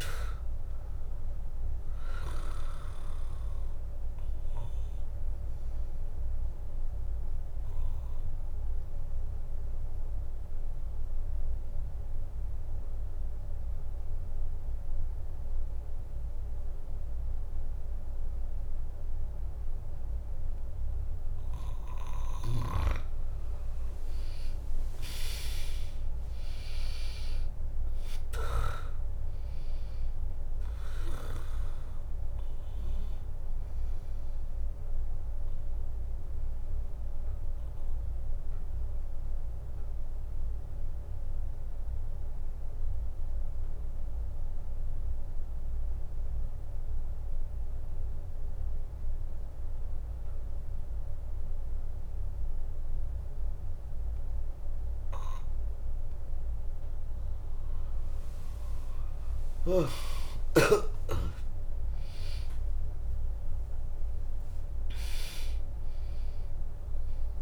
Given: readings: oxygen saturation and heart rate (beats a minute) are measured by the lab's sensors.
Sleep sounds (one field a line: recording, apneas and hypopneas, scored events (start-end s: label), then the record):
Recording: breathing in sleep by a room microphone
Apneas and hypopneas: 2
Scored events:
0.00-6.50 s: drop in pulse transit time (device-marked, heart rate 61 extreme)
1.50-19.50 s: oxygen desaturation (device-marked, oxygen 99% before, 95% lowest, heart rate 68 before, 61 extreme)
6.50-22.00 s: obstructive apnea (oxygen 100% before, 95% lowest, heart rate 67 before, 61 extreme)
23.50-34.50 s: drop in pulse transit time (device-marked, heart rate 70 before, 61 extreme)
26.00-30.00 s: arousal
37.50-56.00 s: obstructive apnea (oxygen 99% before, 95% lowest, heart rate 65 before, 59 extreme, up 2 after)
53.50-55.50 s: bradycardia (device-marked, heart rate 67 before, 63 extreme)
59.50-64.00 s: arousal
60.50-67.42 s: drop in pulse transit time (device-marked, heart rate 64 before, 60 extreme)
From the record:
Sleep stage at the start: N2 (light sleep)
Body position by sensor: on the back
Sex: female